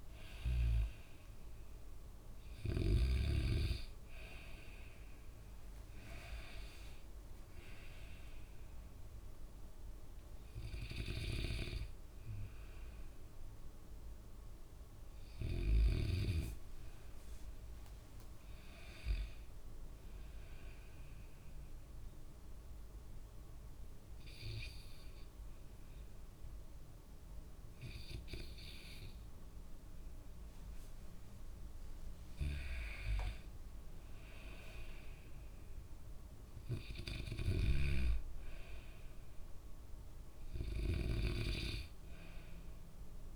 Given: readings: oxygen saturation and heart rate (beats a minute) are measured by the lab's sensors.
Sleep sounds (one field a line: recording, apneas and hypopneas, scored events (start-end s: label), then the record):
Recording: breathing in sleep by a room microphone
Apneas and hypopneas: 1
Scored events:
0.00-1.00 s: arousal
21.00-33.00 s: hypopnea (oxygen 97% before, 95% lowest, heart rate 67 before, 63 extreme, up 6 after)
36.50-40.50 s: arousal
From the record:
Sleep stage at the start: N2 (light sleep)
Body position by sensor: on the back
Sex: male